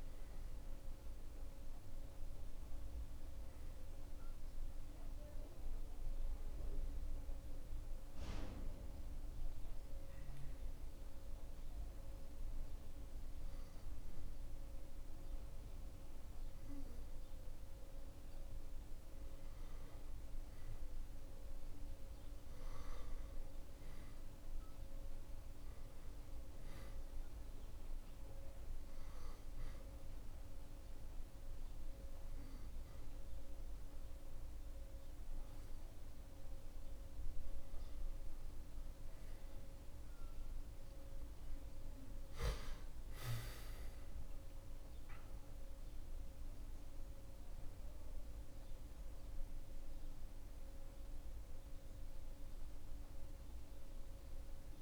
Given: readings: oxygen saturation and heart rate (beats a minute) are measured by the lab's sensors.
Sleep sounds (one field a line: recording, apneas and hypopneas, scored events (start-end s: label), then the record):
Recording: breathing in sleep, hard to hear, by a room microphone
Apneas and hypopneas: 2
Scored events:
9.00-19.00 s: obstructive apnea (oxygen 94% before, 92% lowest, heart rate 91 before, 62 extreme, up 2 after)
21.00-24.50 s: arousal
28.00-38.00 s: obstructive apnea (oxygen 96% before, 92% lowest, heart rate 76 before, 61 extreme, up 10 after)
41.00-54.82 s: oxygen desaturation (device-marked, oxygen 96% before, 92% lowest, heart rate 68 before, 62 extreme)
43.00-47.00 s: arousal
From the record:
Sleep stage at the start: N2 (light sleep)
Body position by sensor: on the back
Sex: male